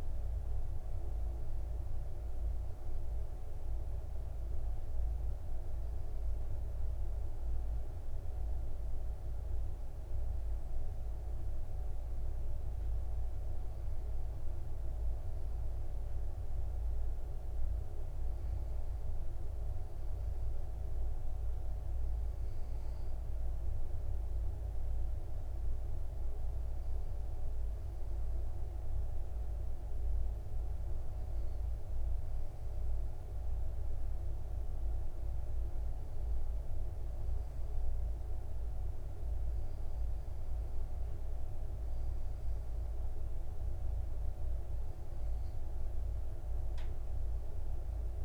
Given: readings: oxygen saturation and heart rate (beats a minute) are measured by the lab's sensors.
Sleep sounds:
breathing in sleep, hard to hear, by a room microphone; 1
3.00-14.00 s: obstructive apnea (oxygen 98% before, 95% lowest, heart rate 59 before, 57 extreme, up 5 after)
16.50-20.00 s: arousal
From the record:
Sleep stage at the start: N2 (light sleep); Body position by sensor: on the back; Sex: male

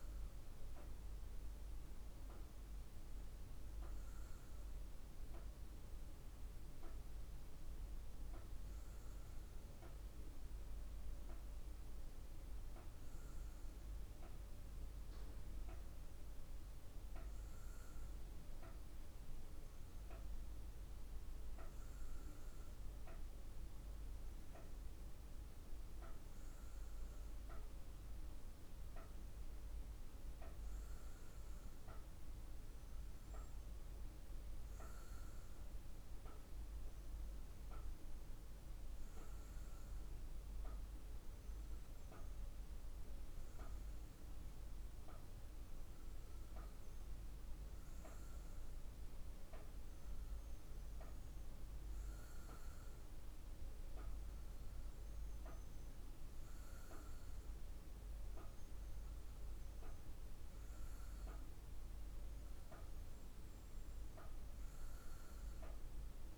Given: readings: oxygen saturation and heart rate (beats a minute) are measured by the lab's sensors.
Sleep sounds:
breathing in sleep, hard to hear, by a room microphone; none
none scored
From the record:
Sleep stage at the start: N2 (light sleep); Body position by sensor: on the back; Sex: female

